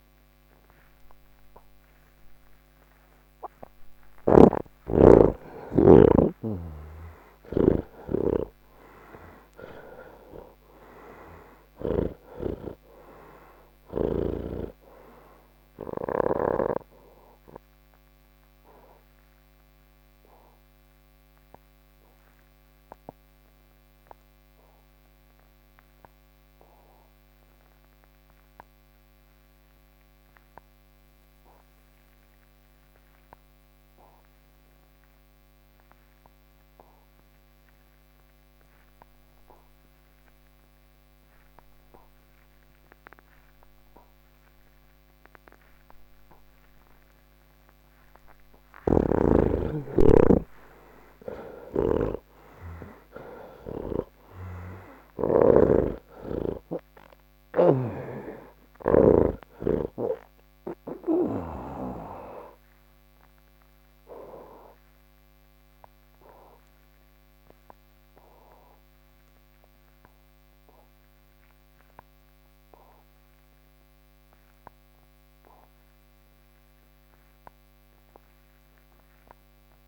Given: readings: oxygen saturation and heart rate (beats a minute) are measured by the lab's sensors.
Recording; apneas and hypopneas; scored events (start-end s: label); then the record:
breathing in sleep by a microphone on the trachea; none
0.00-11.50 s: oxygen desaturation (device-marked, oxygen 84% lowest, heart rate 81 extreme)
4.00-12.00 s: snoring (device-marked)
13.50-35.50 s: oxygen desaturation (device-marked, oxygen 88% before, 77% lowest, heart rate 110 before, 77 extreme)
43.50-78.50 s: oxygen desaturation (device-marked, oxygen 97% before, 78% lowest, heart rate 150 before, 64 extreme)
48.50-55.50 s: snoring (device-marked)
57.50-61.50 s: snoring (device-marked)
From the record:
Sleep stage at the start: N3 (deep sleep); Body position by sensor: on the back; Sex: male